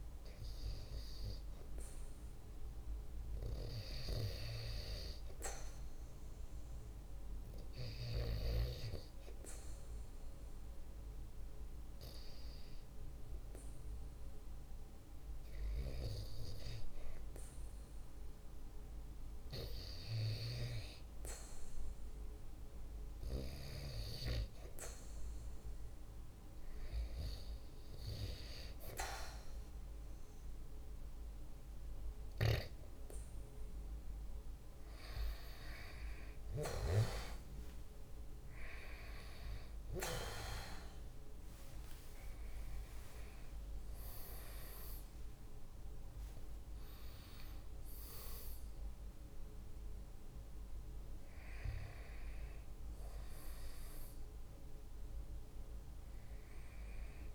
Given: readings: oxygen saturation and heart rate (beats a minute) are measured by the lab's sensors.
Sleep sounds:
breathing in sleep by a room microphone; 1
0.00-16.50 s: oxygen desaturation (device-marked, oxygen 94% lowest, heart rate 47 extreme)
5.50-22.00 s: hypopnea (oxygen 97% before, 93% lowest, heart rate 48 before, 48 extreme, up 1 after)
24.00-27.50 s: arousal
41.50-46.00 s: arousal
From the record:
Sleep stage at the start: REM sleep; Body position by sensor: on the right side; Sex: male

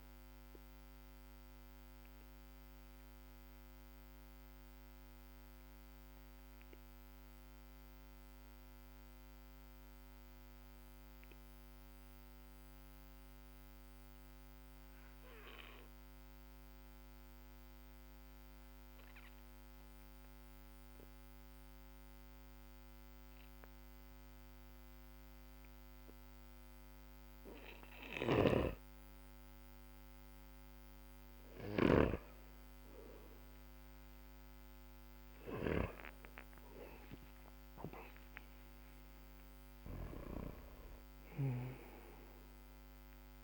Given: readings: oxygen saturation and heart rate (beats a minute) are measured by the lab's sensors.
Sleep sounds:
breathing in sleep by a microphone on the trachea; 1
0.00-14.00 s: oxygen desaturation (device-marked, oxygen 93% lowest, heart rate 48 extreme)
3.50-26.50 s: obstructive apnea (oxygen 97% before, 93% lowest, heart rate 57 before, 48 extreme, up 11 after)
28.00-43.44 s: snoring (device-marked)
29.00-34.00 s: arousal
29.00-43.44 s: oxygen desaturation (device-marked, oxygen 99% before, 93% lowest, heart rate 53 before, 43 extreme)
From the record:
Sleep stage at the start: N2 (light sleep); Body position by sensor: on the back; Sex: male

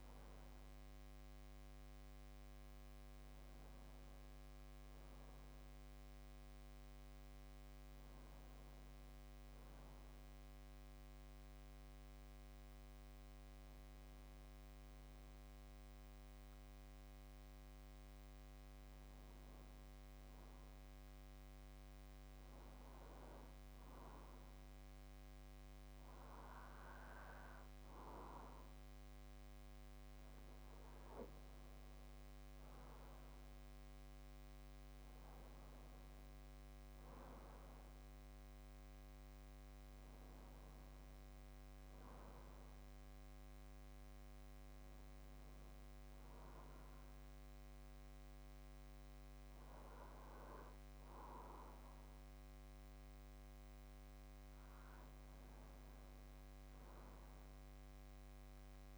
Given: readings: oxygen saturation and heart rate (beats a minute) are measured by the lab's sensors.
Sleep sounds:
breathing in sleep, hard to hear, by a microphone on the trachea; 1
13.50-26.00 s: hypopnea (oxygen 96% before, 93% lowest)
29.50-33.50 s: arousal
56.50-58.98 s: arousal
From the record:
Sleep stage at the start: N2 (light sleep); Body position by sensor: on the back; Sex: male

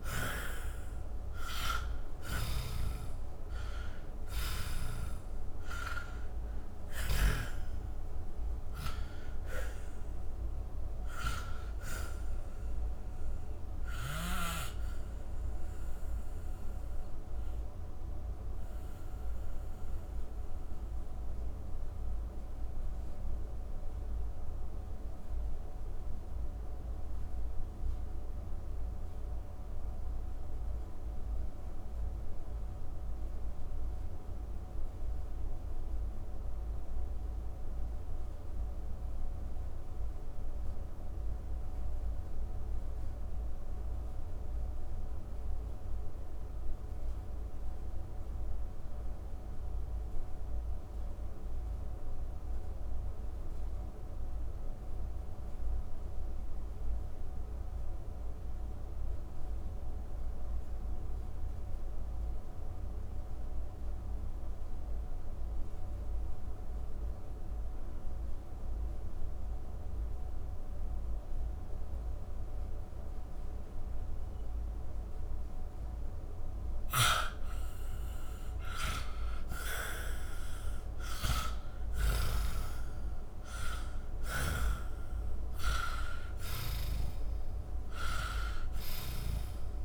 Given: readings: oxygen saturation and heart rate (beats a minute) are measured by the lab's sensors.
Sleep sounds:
breathing in sleep by a room microphone; 1
0.00-3.50 s: arousal
0.00-6.50 s: snoring (device-marked)
10.00-53.00 s: oxygen desaturation (device-marked, oxygen 89% before, 71% lowest, heart rate 84 before, 82 extreme)
13.00-76.50 s: mixed apnea (oxygen 91% before, 71% lowest, heart rate 78 before, 82 extreme, up 43 after)
79.00-89.85 s: oxygen desaturation (device-marked, oxygen 98% before, 76% lowest)
79.50-84.50 s: arousal
From the record:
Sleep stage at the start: N2 (light sleep); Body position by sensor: on the back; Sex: male

